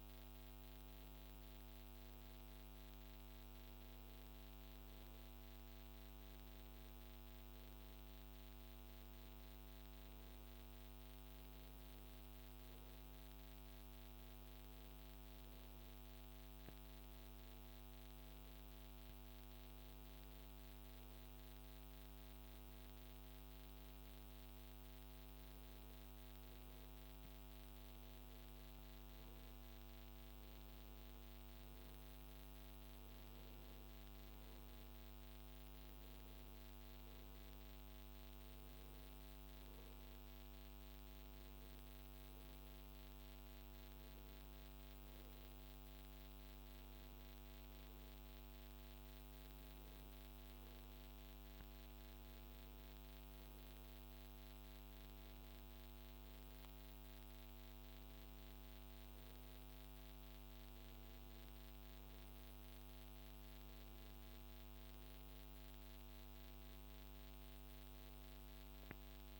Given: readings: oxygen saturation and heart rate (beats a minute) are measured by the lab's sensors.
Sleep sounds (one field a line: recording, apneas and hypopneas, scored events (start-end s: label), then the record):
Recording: breathing in sleep, hard to hear, by a microphone on the trachea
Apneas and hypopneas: none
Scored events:
none scored
From the record:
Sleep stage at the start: N1 (lightest sleep)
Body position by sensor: on the right side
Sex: male